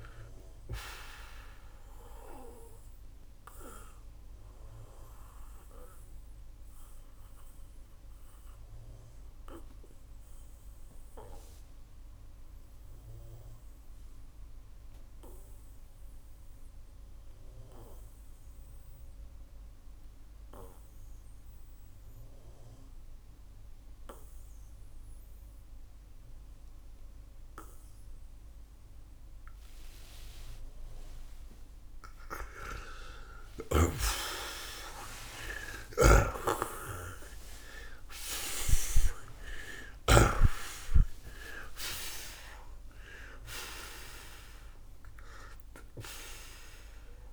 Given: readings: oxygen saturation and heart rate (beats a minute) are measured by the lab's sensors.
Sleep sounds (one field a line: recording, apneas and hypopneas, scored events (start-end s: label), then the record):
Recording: breathing in sleep by a room microphone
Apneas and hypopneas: 1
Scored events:
1.00-31.50 s: mixed apnea (oxygen 93% before, 78% lowest, heart rate 119 before, 61 extreme)
2.00-17.00 s: oxygen desaturation (device-marked, oxygen 92% before, 86% lowest, heart rate 122 before, 61 extreme)
19.00-33.00 s: oxygen desaturation (device-marked, oxygen 88% before, 78% lowest, heart rate 89 before, 61 extreme)
33.00-39.50 s: arousal
35.50-40.00 s: snoring (device-marked)
From the record:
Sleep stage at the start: N2 (light sleep)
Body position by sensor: on the back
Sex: male